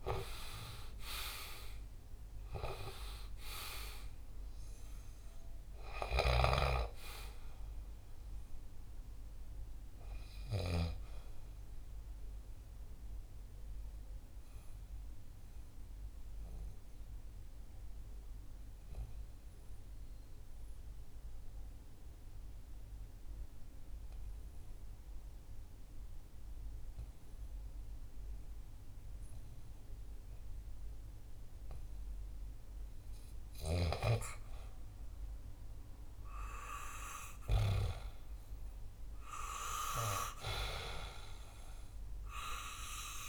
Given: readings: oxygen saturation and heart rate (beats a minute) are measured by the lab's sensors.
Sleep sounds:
breathing in sleep by a room microphone; 1
0.00-1.00 s: arousal
0.00-28.00 s: oxygen desaturation (device-marked, oxygen 89% lowest, heart rate 58 extreme)
16.00-33.50 s: obstructive apnea (oxygen 97% before, 89% lowest, heart rate 67 before, 60 extreme, up 4 after)
39.00-42.50 s: arousal
From the record:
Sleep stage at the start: N2 (light sleep); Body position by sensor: on the back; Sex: male

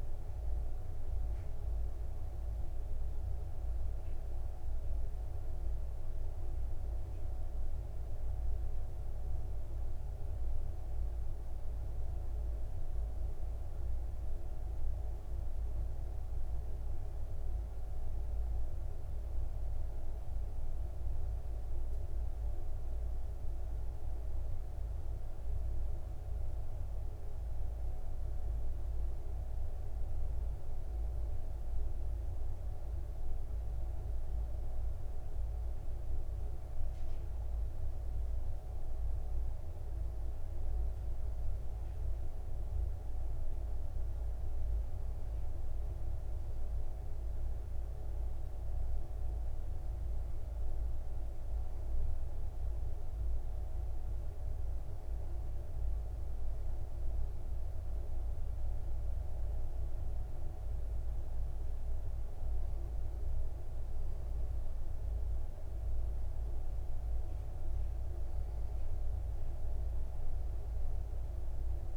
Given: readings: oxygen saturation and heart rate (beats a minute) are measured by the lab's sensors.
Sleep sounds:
breathing in sleep, hard to hear, by a room microphone; none
none scored
From the record:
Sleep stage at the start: N2 (light sleep); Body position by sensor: on the back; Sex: male

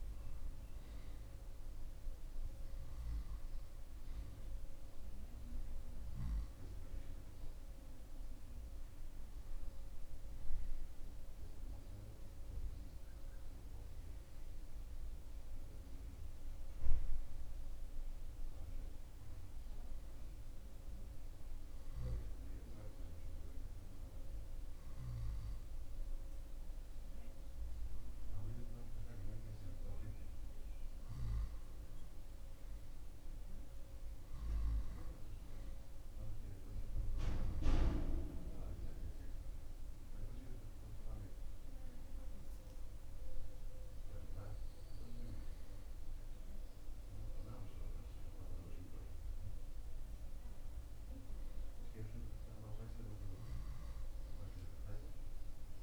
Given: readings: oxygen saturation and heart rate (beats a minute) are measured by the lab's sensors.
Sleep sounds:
breathing in sleep by a room microphone; none
none scored
From the record:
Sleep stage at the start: N2 (light sleep); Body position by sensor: on the back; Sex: male

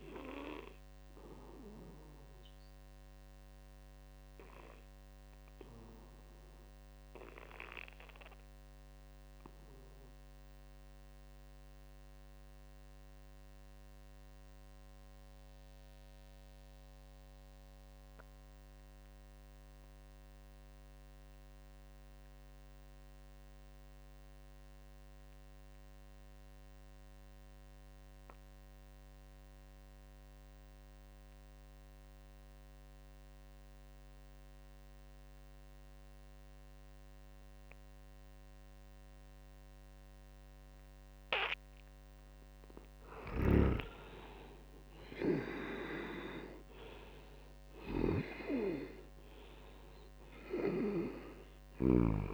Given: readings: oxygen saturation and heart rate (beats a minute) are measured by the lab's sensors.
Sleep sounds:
breathing in sleep by a microphone on the trachea; 1
0.00-4.50 s: oxygen desaturation (device-marked, oxygen 88% lowest, heart rate 72 extreme)
3.00-41.00 s: obstructive apnea (oxygen 96% before, 66% lowest, heart rate 78 before, 60 extreme, up 17 after)
15.50-52.34 s: oxygen desaturation (device-marked, oxygen 95% before, 66% lowest, heart rate 78 before, 60 extreme)
43.00-47.00 s: arousal
From the record:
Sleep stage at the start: N2 (light sleep); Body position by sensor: on the back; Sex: male

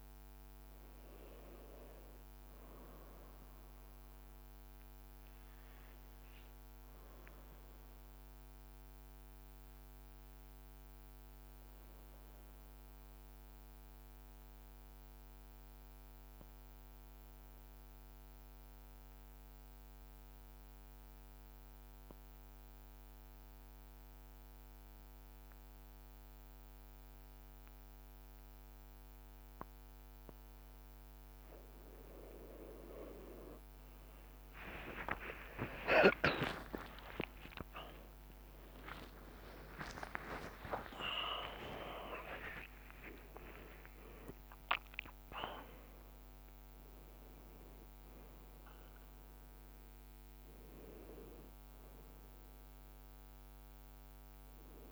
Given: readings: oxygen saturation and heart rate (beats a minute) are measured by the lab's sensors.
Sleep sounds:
breathing in sleep by a microphone on the trachea; 1
5.00-31.00 s: obstructive apnea (oxygen 98% before, 93% lowest, heart rate 52 before, 50 extreme)
12.50-22.50 s: oxygen desaturation (device-marked, oxygen 96% before, 93% lowest, heart rate 53 before, 50 extreme)
32.50-42.50 s: tachycardia (device-marked, heart rate 56 before, 209 extreme)
34.50-36.50 s: long interval between heartbeats (device-marked, heart rate 51 before, 69 extreme)
35.00-42.00 s: arousal
37.00-39.00 s: long interval between heartbeats (device-marked, heart rate 55 before, 123 extreme)
39.00-41.00 s: long interval between heartbeats (device-marked, heart rate 63 before, 172 extreme)
42.00-44.00 s: long interval between heartbeats (device-marked, heart rate 84 before, 146 extreme)
46.50-54.92 s: new sleep stage, N1 (lightest sleep)
49.50-50.50 s: leg movement (device-marked)
From the record:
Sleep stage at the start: N2 (light sleep); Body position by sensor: on the back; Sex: male

